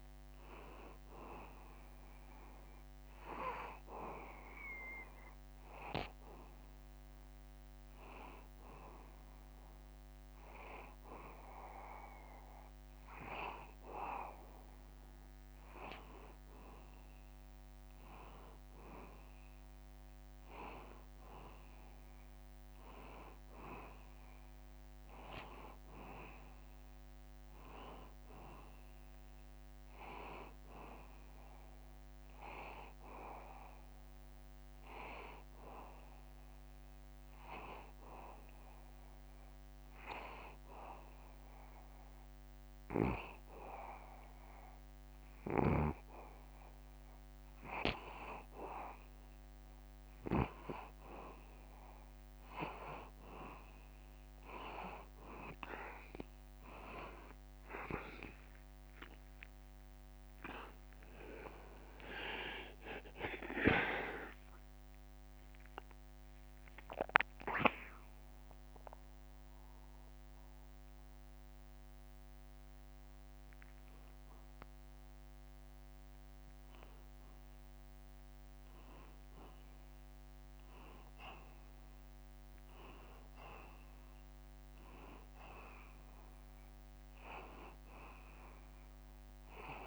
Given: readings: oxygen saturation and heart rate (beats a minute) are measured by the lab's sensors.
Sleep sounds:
breathing in sleep by a microphone on the trachea; 1
30.50-34.00 s: arousal
37.50-48.50 s: hypopnea (oxygen 93% before, 89% lowest, heart rate 83 before, 81 extreme, up 0 after)
43.00-51.00 s: snoring (device-marked)
58.50-62.50 s: arousal
59.50-67.50 s: oxygen desaturation (device-marked, oxygen 93% before, 89% lowest, heart rate 82 before, 82 extreme)
67.50-81.50 s: drop in pulse transit time (device-marked, heart rate 83 before, 87 extreme)
From the record:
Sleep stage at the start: N2 (light sleep); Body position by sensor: on the back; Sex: male

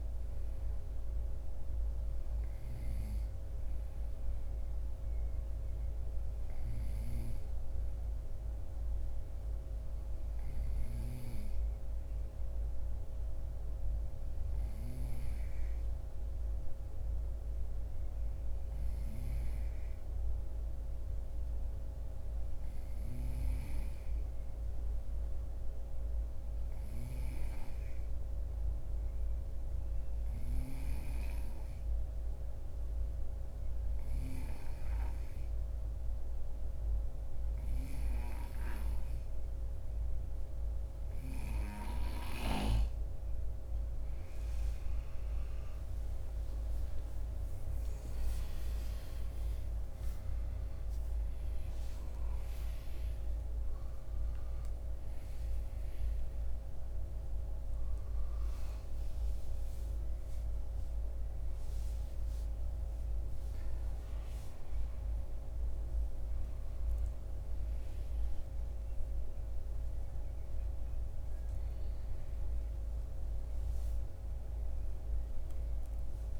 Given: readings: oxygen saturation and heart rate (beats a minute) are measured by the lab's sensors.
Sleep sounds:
a person partly awake in a sleep study, by a room microphone; 1
0.00-15.00 s: oxygen desaturation (device-marked, oxygen 90% lowest, heart rate 53 extreme)
13.50-41.00 s: obstructive apnea (oxygen 96% before, 91% lowest, heart rate 59 before, 54 extreme, up 12 after)
51.00-76.40 s: new sleep stage, awake
From the record:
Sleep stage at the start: N2 (light sleep); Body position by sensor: on the right side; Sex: male

